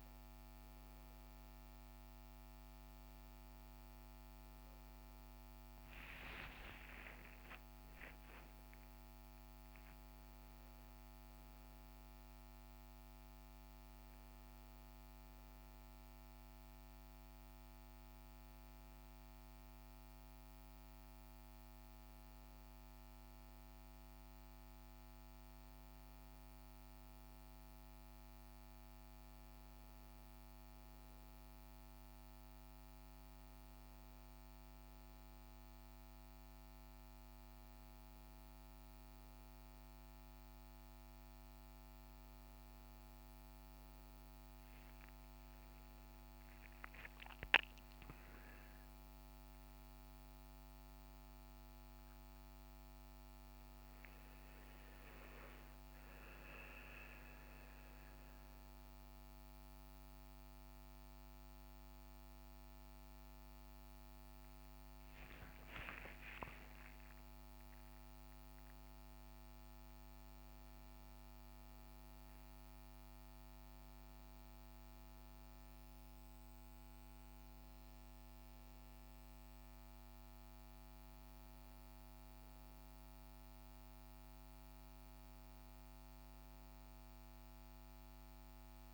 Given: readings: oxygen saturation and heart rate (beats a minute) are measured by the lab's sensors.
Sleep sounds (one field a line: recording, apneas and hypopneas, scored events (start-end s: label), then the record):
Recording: breathing in sleep, hard to hear, by a microphone on the trachea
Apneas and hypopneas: none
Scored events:
6.50-11.00 s: arousal
From the record:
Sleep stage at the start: N2 (light sleep)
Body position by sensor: on the right side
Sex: male